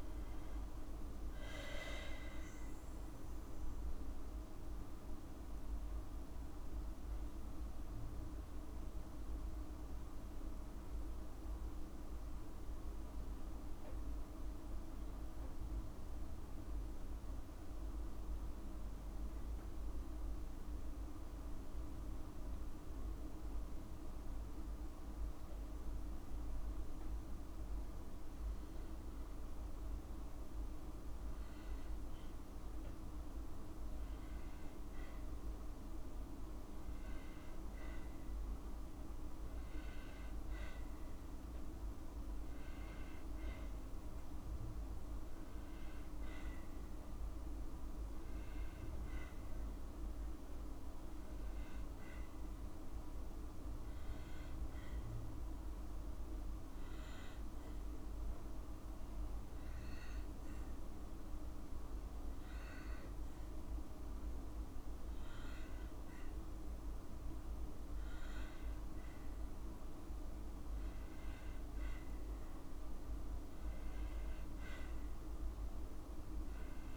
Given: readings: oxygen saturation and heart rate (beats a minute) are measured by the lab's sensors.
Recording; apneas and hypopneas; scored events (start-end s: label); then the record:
breathing in sleep, hard to hear, by a room microphone; none
none scored
From the record:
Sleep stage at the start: N2 (light sleep); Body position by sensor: on the back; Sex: female